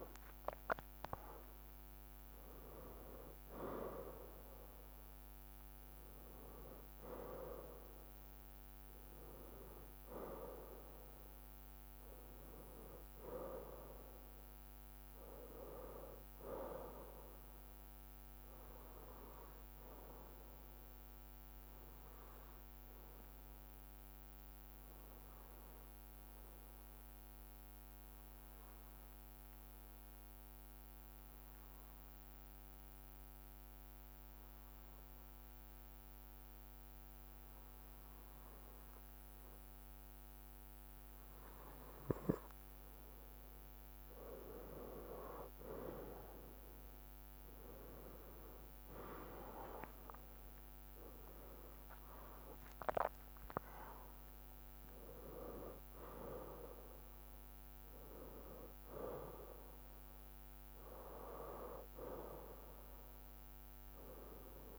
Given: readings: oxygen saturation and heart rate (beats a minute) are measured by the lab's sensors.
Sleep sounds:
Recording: breathing in sleep by a microphone on the trachea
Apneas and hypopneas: 1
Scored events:
0.00-2.00 s: arousal
22.50-43.00 s: obstructive apnea (oxygen 97% before, 94% lowest, heart rate 66 before, 59 extreme, up 8 after)
39.00-41.00 s: bradycardia (device-marked, heart rate 63 before, 61 extreme)
45.50-50.50 s: arousal
From the record:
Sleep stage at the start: N2 (light sleep)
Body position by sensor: on the right side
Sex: male

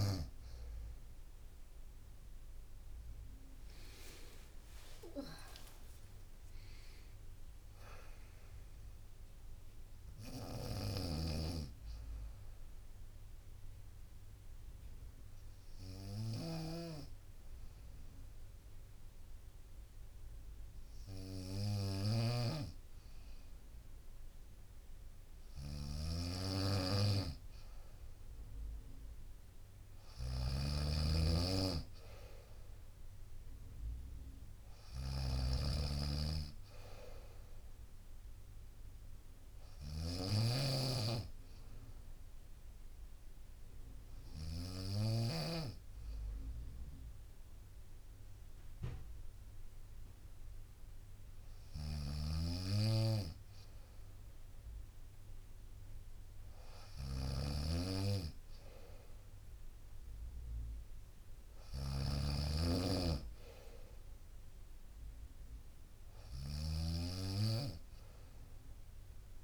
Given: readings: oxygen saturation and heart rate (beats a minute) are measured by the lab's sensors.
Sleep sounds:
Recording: breathing in sleep by a room microphone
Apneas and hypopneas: 2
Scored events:
0.00-15.50 s: drop in pulse transit time (device-marked, heart rate 62 extreme)
0.50-4.50 s: arousal
5.00-7.00 s: long interval between heartbeats (device-marked, heart rate 60 before, 72 extreme)
10.00-44.50 s: snoring (device-marked)
12.00-25.00 s: obstructive apnea (oxygen 95% before, 92% lowest, heart rate 66 before, 58 extreme, up 3 after)
14.50-22.50 s: bradycardia (device-marked, heart rate 63 before, 58 extreme)
29.50-34.00 s: arousal
35.50-53.50 s: oxygen desaturation (device-marked, oxygen 96% before, 92% lowest, heart rate 60 before, 58 extreme)
39.50-50.50 s: bradycardia (device-marked, heart rate 62 before, 59 extreme)
41.50-52.50 s: hypopnea (oxygen 96% before, 92% lowest, heart rate 60 before, 58 extreme, up 3 after)
51.50-69.44 s: snoring (device-marked)
56.00-60.50 s: arousal
From the record:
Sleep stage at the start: N2 (light sleep)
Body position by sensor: on the right side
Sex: female

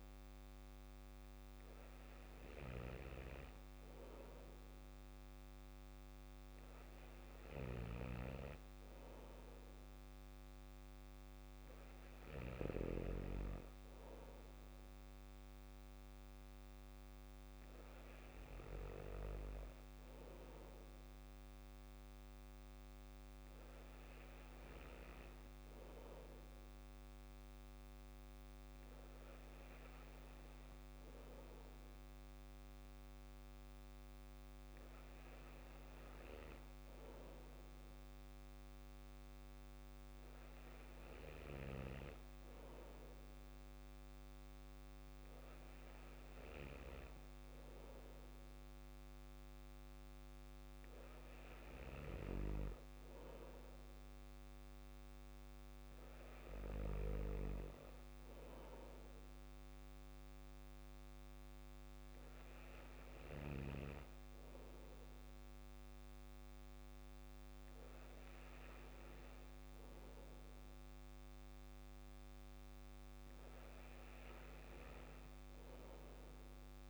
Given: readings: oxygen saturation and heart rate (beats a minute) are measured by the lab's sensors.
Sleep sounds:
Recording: breathing in sleep by a microphone on the trachea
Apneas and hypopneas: none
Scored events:
none scored
From the record:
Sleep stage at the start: N2 (light sleep)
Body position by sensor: on the back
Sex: male

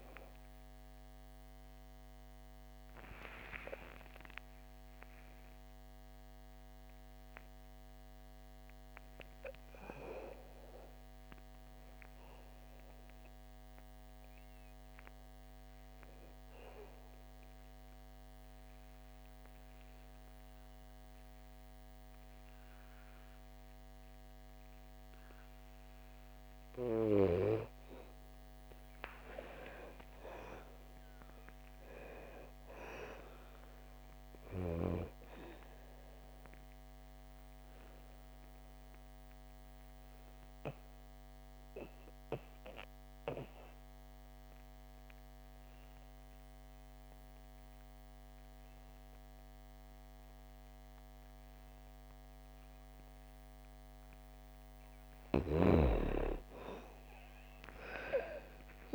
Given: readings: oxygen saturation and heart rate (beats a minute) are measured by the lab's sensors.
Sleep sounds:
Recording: breathing in sleep by a microphone on the trachea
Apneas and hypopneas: 2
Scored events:
0.00-21.50 s: oxygen desaturation (device-marked, oxygen 81% lowest, heart rate 59 extreme)
17.50-27.50 s: obstructive apnea (oxygen 94% before, 82% lowest, heart rate 64 before, 61 extreme, up 6 after)
29.00-32.50 s: arousal
35.50-48.50 s: oxygen desaturation (device-marked, oxygen 97% before, 88% lowest, heart rate 66 before, 61 extreme)
37.00-53.50 s: obstructive apnea (oxygen 98% before, 80% lowest, heart rate 66 before, 57 extreme, up 6 after)
56.50-58.95 s: arousal
57.50-58.95 s: oxygen desaturation (device-marked, oxygen 97% before, 82% lowest, heart rate 65 before, 57 extreme)
From the record:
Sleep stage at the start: N2 (light sleep)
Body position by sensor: on the back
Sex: female

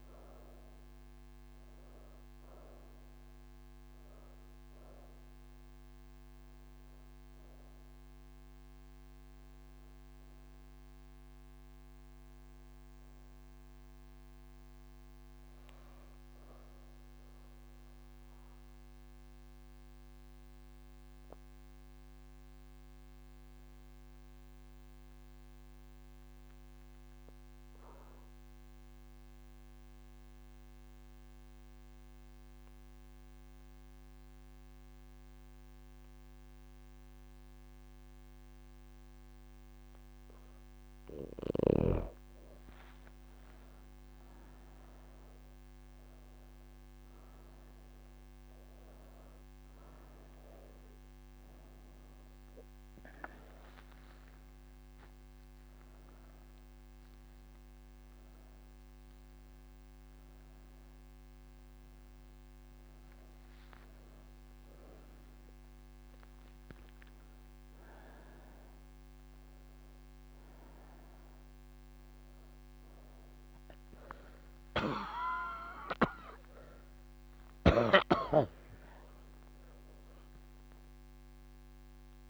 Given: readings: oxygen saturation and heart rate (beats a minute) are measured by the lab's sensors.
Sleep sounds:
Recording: breathing in sleep by a microphone on the trachea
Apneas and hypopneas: none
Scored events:
0.00-22.50 s: oxygen desaturation (device-marked, oxygen 88% lowest)
44.50-63.50 s: oxygen desaturation (device-marked, oxygen 98% before, 90% lowest)
From the record:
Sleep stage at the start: N3 (deep sleep)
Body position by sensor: on the right side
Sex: female

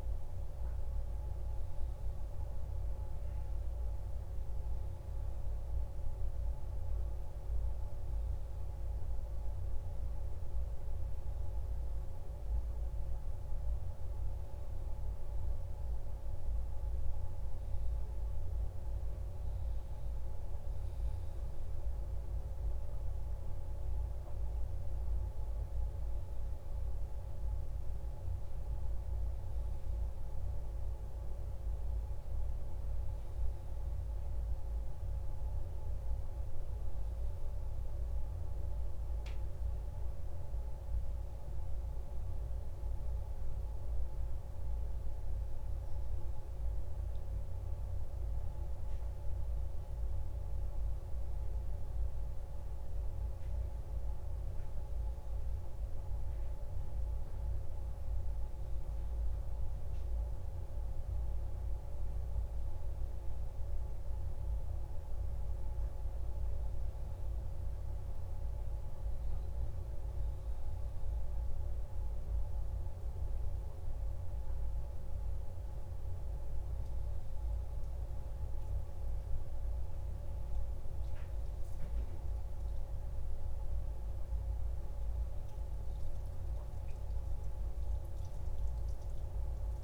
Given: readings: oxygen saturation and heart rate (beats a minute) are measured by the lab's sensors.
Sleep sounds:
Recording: a person awake in a sleep study, hard to hear, by a room microphone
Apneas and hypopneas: none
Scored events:
none scored
From the record:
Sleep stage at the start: awake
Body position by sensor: on the back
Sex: male

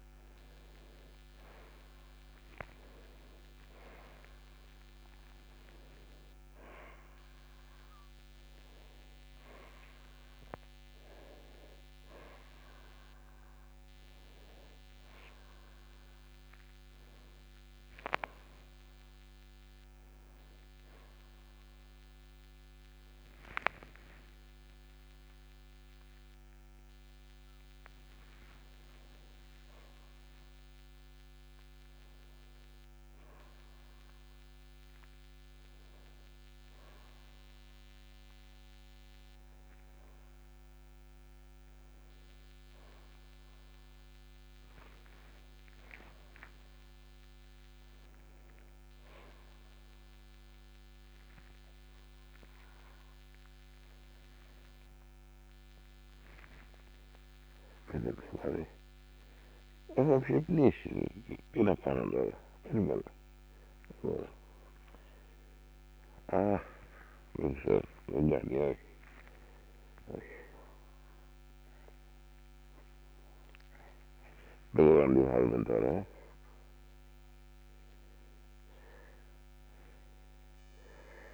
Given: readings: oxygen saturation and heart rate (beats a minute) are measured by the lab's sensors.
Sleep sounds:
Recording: a person awake in a sleep study, by a microphone on the trachea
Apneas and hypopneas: none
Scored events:
62.50-68.50 s: snoring (device-marked)
From the record:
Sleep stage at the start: awake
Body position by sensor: on the back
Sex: male

